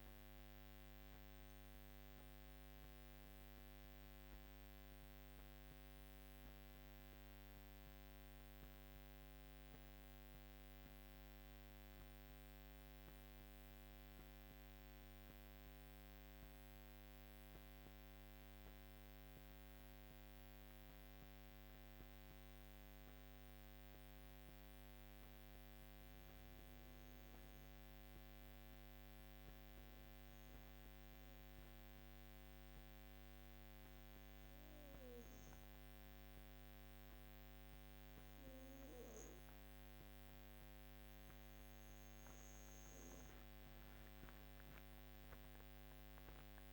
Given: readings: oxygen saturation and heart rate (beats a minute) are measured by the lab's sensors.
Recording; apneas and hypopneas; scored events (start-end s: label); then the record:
breathing in sleep, hard to hear, by a microphone on the trachea; 1
14.50-38.00 s: hypopnea (oxygen 98% before, 95% lowest, heart rate 54 before, 51 extreme, up 5 after)
40.00-44.50 s: arousal
From the record:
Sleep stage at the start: REM sleep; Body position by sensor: on the back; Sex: female